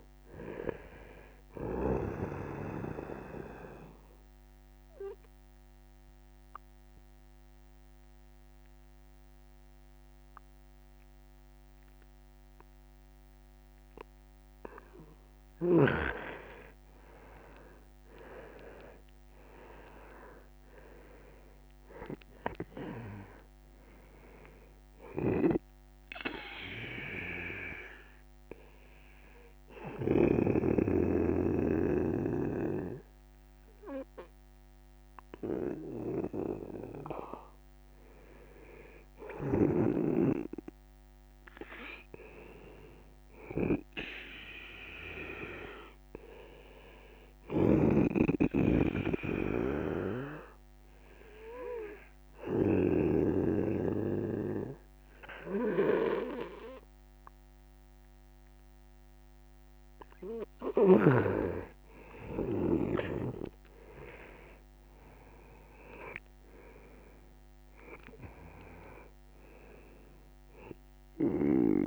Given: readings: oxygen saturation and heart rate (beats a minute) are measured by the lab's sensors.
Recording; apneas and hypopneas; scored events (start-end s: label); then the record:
breathing in sleep by a microphone on the trachea; 3
2.50-15.50 s: obstructive apnea (oxygen 95% before, 89% lowest, heart rate 133 before, 48 extreme, up 18 after)
17.50-20.00 s: arousal
18.00-22.00 s: bradycardia (device-marked, heart rate 121 before, 48 extreme)
22.00-44.00 s: oxygen desaturation (device-marked, oxygen 96% before, 89% lowest, heart rate 98 before, 33 extreme)
25.00-37.50 s: obstructive apnea (oxygen 96% before, 89% lowest, heart rate 81 before, 33 extreme)
41.50-45.00 s: arousal
48.00-59.50 s: obstructive apnea (oxygen 97% before, 91% lowest, heart rate 122 before, 33 extreme, up 23 after)
56.00-66.00 s: bradycardia (device-marked, heart rate 118 before, 33 extreme)
62.50-67.00 s: arousal
70.00-71.87 s: oxygen desaturation (device-marked, oxygen 96% before, 91% lowest, heart rate 65 before, 55 extreme)
From the record:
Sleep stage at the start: N2 (light sleep); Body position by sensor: on the right side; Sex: male